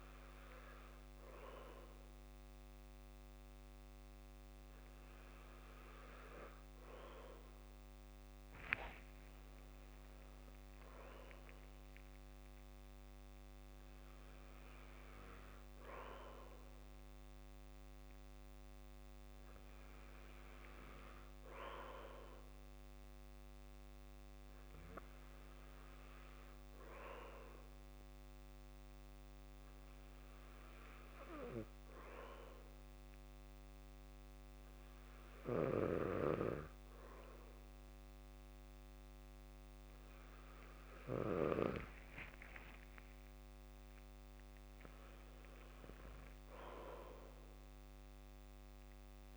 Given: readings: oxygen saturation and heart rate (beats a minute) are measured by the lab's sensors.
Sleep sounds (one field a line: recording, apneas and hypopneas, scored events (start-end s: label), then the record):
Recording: breathing in sleep by a microphone on the trachea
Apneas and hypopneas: none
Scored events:
none scored
From the record:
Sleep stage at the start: N2 (light sleep)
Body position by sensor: on the back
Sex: male